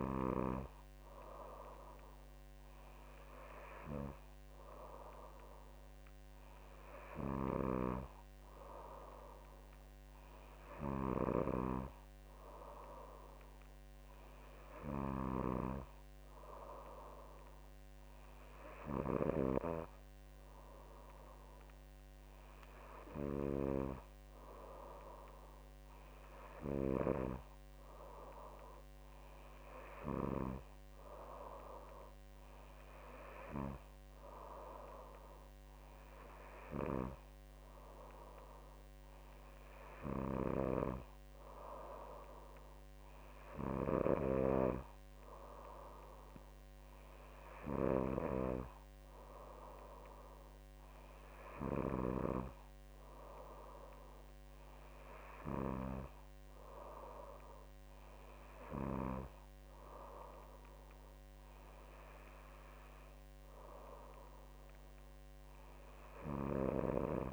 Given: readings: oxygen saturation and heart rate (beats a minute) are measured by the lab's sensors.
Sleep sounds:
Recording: breathing in sleep by a microphone on the trachea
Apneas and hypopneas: none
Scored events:
none scored
From the record:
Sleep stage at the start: N2 (light sleep)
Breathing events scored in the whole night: 100 in 8.2 hours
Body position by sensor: on the back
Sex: female

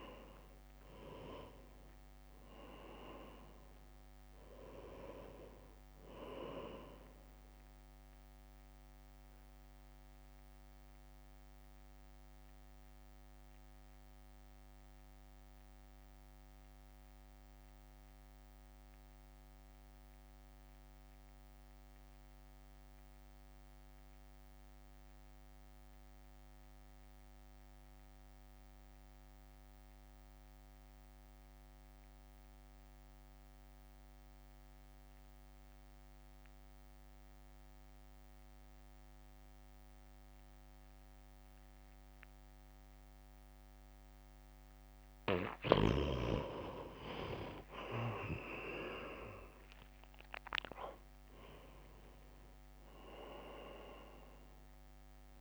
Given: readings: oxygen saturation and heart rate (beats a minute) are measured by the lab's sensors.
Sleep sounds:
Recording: breathing in sleep by a microphone on the trachea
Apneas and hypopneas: 1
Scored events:
0.00-26.00 s: oxygen desaturation (device-marked, oxygen 88% lowest, heart rate 53 extreme)
1.50-6.00 s: arousal
10.00-43.50 s: mixed apnea (oxygen 97% before, 86% lowest, heart rate 60 before, 55 extreme, up 7 after)
40.00-55.41 s: oxygen desaturation (device-marked, oxygen 98% before, 86% lowest, heart rate 61 before, 55 extreme)
50.50-54.50 s: arousal
53.00-55.41 s: drop in pulse transit time (device-marked, heart rate 60 before, 57 extreme)
From the record:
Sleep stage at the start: N2 (light sleep)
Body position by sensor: on the right side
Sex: male

